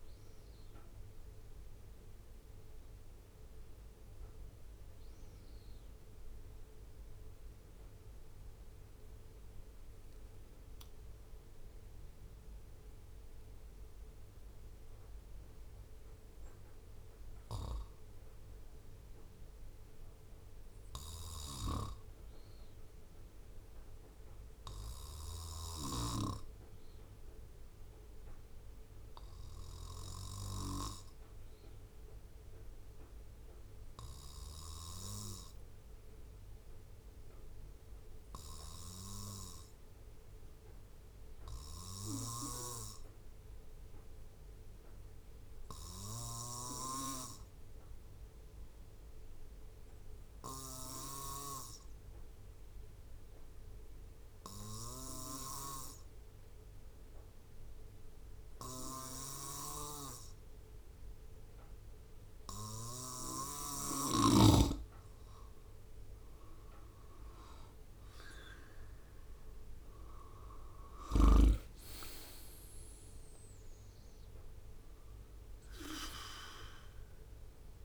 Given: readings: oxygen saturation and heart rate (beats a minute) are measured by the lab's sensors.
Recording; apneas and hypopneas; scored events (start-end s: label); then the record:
breathing in sleep by a room microphone; 1
36.00-63.00 s: obstructive apnea (oxygen 97% before, 93% lowest, heart rate 65 before, 59 extreme, up 6 after)
67.50-71.50 s: arousal
From the record:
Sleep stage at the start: N2 (light sleep); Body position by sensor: on the right side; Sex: male